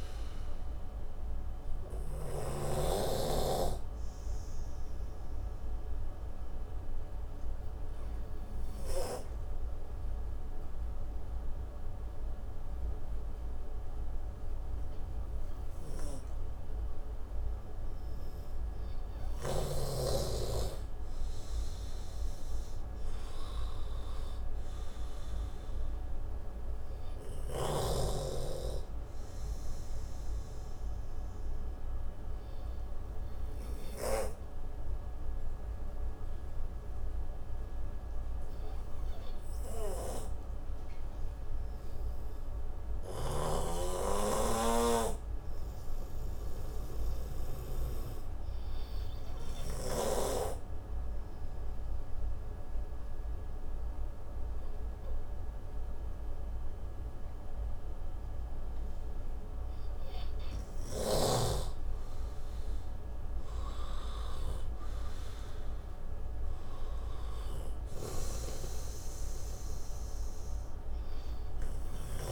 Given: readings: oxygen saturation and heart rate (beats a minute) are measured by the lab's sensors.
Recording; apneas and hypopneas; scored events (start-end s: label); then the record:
breathing in sleep by a room microphone; 2
3.50-19.00 s: obstructive apnea (oxygen 95% before, 91% lowest, heart rate 70 before, 58 extreme, up 22 after)
16.50-22.50 s: oxygen desaturation (device-marked, oxygen 95% before, 91% lowest, heart rate 66 before, 60 extreme)
22.00-25.00 s: arousal
31.50-59.00 s: obstructive apnea (oxygen 96% before, 91% lowest, heart rate 68 before, 56 extreme, up 25 after)
36.50-45.50 s: oxygen desaturation (device-marked, oxygen 95% before, 92% lowest, heart rate 69 before, 62 extreme)
47.50-66.50 s: oxygen desaturation (device-marked, oxygen 96% before, 91% lowest, heart rate 66 before, 56 extreme)
62.00-65.00 s: arousal
From the record:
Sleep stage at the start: N2 (light sleep); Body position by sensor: on the right side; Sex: male